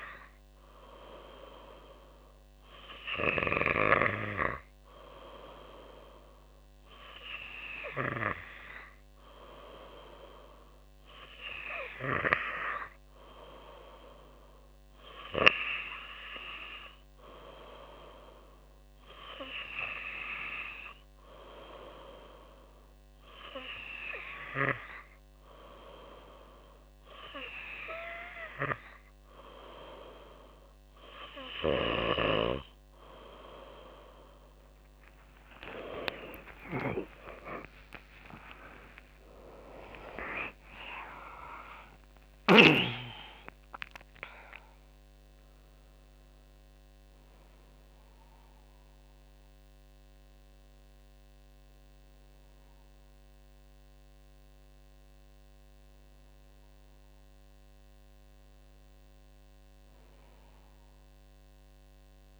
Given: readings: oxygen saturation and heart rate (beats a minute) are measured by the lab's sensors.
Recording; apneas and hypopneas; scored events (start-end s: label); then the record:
breathing in sleep by a microphone on the trachea; none
34.50-41.50 s: tachycardia (device-marked, heart rate 55 before, 155 extreme)
35.50-40.50 s: arousal
37.00-39.00 s: long interval between heartbeats (device-marked, heart rate 56 before, 96 extreme)
39.00-41.00 s: long interval between heartbeats (device-marked, heart rate 62 before, 139 extreme)
57.50-62.40 s: new sleep stage, N1 (lightest sleep)
From the record:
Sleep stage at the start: N2 (light sleep); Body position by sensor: on the back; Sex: female